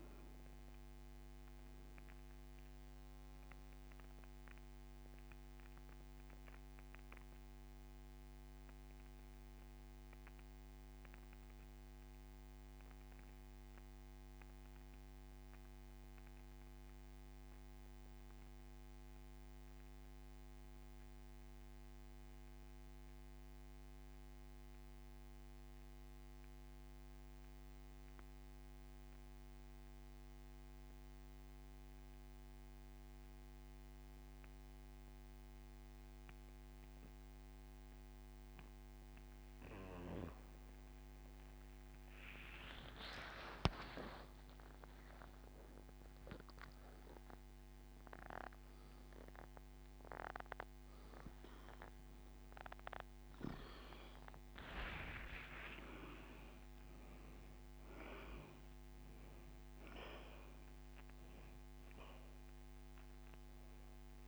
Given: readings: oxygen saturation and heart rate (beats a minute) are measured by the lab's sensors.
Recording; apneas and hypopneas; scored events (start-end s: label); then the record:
breathing in sleep by a microphone on the trachea; 1
0.00-38.00 s: oxygen desaturation (device-marked, oxygen 84% lowest)
6.50-39.50 s: central apnea (oxygen 98% before, 84% lowest)
43.00-47.00 s: arousal
From the record:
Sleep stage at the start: N2 (light sleep); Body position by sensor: on the back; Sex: male